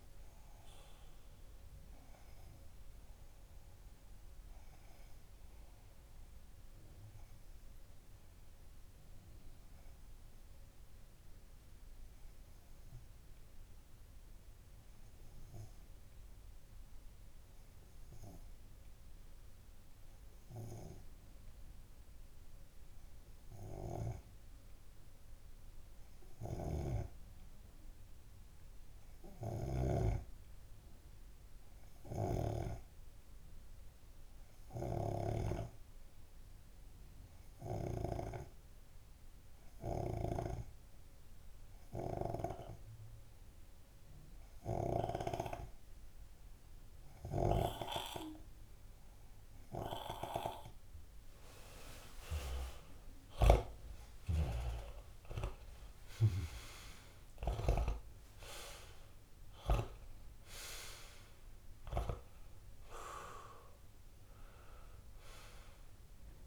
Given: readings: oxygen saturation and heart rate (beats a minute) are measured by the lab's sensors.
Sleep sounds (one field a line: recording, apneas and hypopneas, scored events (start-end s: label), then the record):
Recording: breathing in sleep by a room microphone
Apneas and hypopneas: 1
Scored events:
3.50-49.50 s: obstructive apnea (oxygen 94% before, 94% lowest)
35.00-66.46 s: oxygen desaturation (device-marked, oxygen 99% before, 94% lowest)
52.50-56.00 s: arousal
From the record:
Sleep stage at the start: N2 (light sleep)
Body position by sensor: on the left side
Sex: male